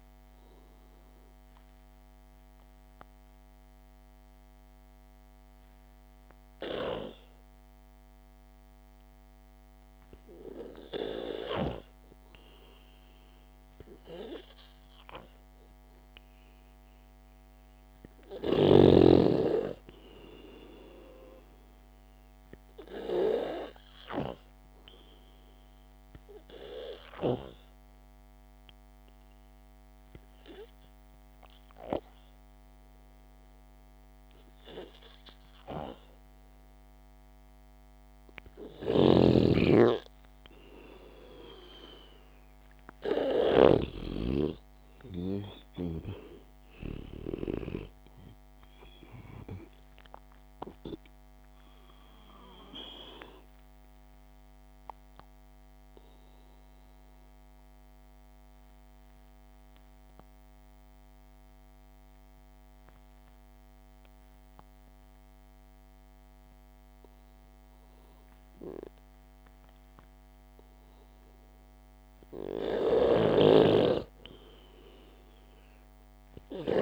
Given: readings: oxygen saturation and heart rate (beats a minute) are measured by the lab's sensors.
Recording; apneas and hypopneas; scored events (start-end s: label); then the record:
breathing in sleep by a microphone on the trachea; 3
2.50-14.00 s: obstructive apnea (oxygen 96% before, 91% lowest, heart rate 59 before, 56 extreme, up 8 after)
11.50-22.50 s: oxygen desaturation (device-marked, oxygen 96% before, 91% lowest, heart rate 57 before, 55 extreme)
19.50-23.00 s: arousal
26.00-39.50 s: obstructive apnea (oxygen 96% before, 90% lowest, heart rate 61 before, 55 extreme, up 9 after)
39.00-48.00 s: snoring (device-marked)
41.50-46.00 s: arousal
54.00-69.00 s: obstructive apnea (oxygen 96% before, 90% lowest, heart rate 61 before, 54 extreme, up 1 after)
54.50-56.50 s: long interval between heartbeats (device-marked, heart rate 61 before, 58 extreme)
64.50-70.50 s: oxygen desaturation (device-marked, oxygen 95% before, 91% lowest, heart rate 65 before, 54 extreme)
71.50-75.50 s: arousal
73.50-76.82 s: snoring (device-marked)
From the record:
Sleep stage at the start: N2 (light sleep); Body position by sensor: on the back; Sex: male